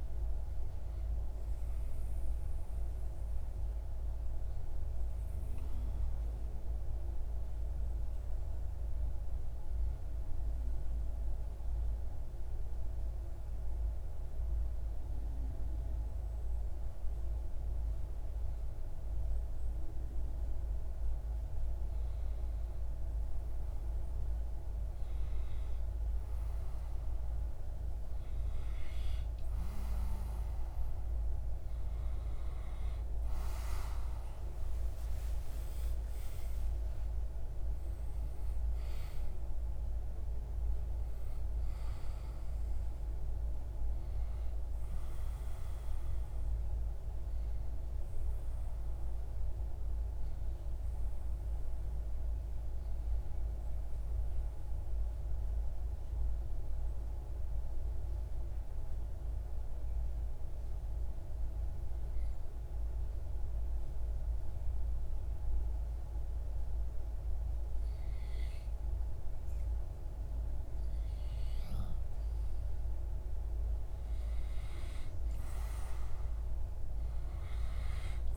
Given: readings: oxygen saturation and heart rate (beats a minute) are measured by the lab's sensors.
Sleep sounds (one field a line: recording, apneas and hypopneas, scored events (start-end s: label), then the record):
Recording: breathing in sleep, hard to hear, by a room microphone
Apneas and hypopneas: 2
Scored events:
0.00-6.00 s: oxygen desaturation (device-marked, oxygen 93% lowest)
4.50-22.00 s: obstructive apnea (oxygen 97% before, 91% lowest)
31.50-35.50 s: arousal
32.00-43.00 s: oxygen desaturation (device-marked, oxygen 97% before, 92% lowest)
48.50-69.50 s: obstructive apnea (oxygen 97% before, 93% lowest)
72.50-76.00 s: arousal
From the record:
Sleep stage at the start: N2 (light sleep)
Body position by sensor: on the back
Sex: male